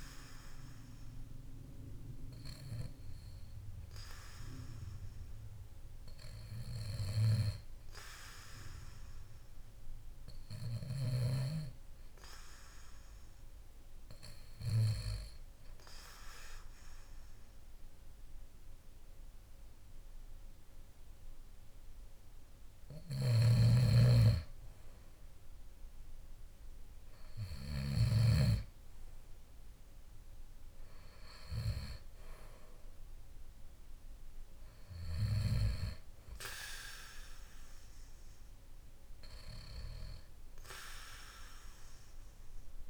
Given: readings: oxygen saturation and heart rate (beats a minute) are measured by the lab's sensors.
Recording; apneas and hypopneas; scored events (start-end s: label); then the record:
breathing in sleep by a room microphone; 1
9.50-22.50 s: hypopnea (oxygen 95% before, 91% lowest, heart rate 55 before, 55 extreme, up 4 after)
23.00-28.00 s: snoring (device-marked)
24.50-29.00 s: arousal
From the record:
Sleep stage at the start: N2 (light sleep); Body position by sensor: on the back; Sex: male